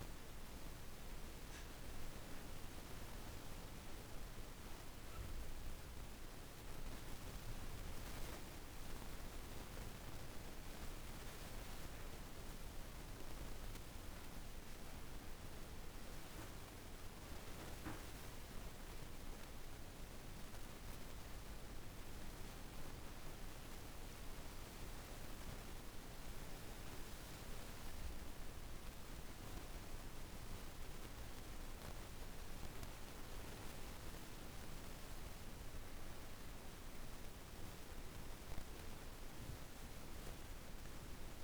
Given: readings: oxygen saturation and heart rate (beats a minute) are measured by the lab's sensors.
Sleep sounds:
breathing in sleep, hard to hear, by a room microphone; 1
15.00-27.00 s: hypopnea (oxygen 95% before, 91% lowest)
30.50-35.00 s: arousal
From the record:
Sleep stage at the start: N2 (light sleep); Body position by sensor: on the back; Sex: female

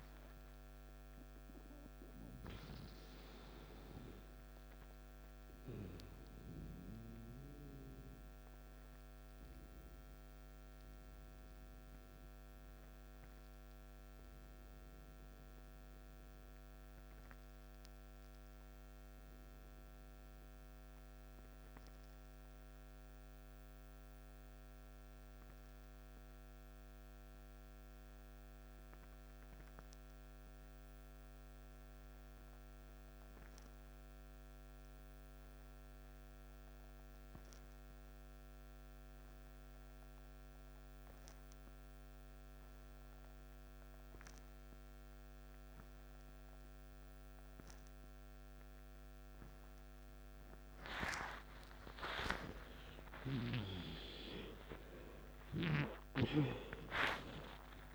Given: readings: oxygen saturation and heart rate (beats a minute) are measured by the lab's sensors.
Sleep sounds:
breathing in sleep by a microphone on the trachea; 1
0.00-15.50 s: oxygen desaturation (device-marked, oxygen 88% lowest, heart rate 52 extreme)
6.00-51.50 s: mixed apnea (oxygen 97% before, 84% lowest, heart rate 63 before, 52 extreme, up 14 after)
35.50-57.95 s: oxygen desaturation (device-marked, oxygen 98% before, 84% lowest, heart rate 55 before, 55 extreme)
52.00-57.00 s: arousal
52.50-57.95 s: new sleep stage, N1 (lightest sleep)
From the record:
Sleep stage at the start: N2 (light sleep); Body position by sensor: on the back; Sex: male

